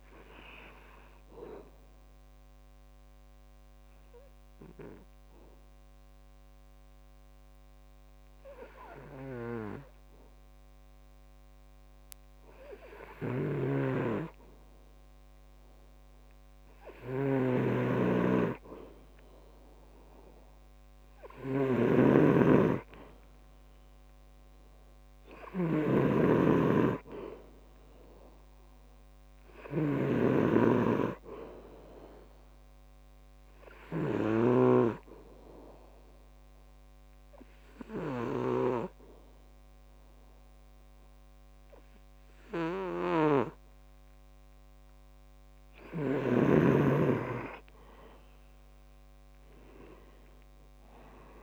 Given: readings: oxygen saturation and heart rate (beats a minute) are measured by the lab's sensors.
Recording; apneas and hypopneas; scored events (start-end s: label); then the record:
breathing in sleep by a microphone on the trachea; 2
0.00-4.50 s: oxygen desaturation (device-marked, oxygen 91% lowest, heart rate 63 extreme)
2.50-16.00 s: obstructive apnea (oxygen 97% before, 92% lowest, heart rate 72 before, 63 extreme, up 4 after)
13.50-35.00 s: snoring (device-marked)
18.00-21.00 s: arousal
23.50-44.50 s: oxygen desaturation (device-marked, oxygen 98% before, 93% lowest, heart rate 64 before, 65 extreme)
34.50-47.00 s: obstructive apnea (oxygen 98% before, 92% lowest, heart rate 67 before, 65 extreme, up 6 after)
49.00-51.43 s: arousal
From the record:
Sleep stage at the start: N2 (light sleep); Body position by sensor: on the back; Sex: male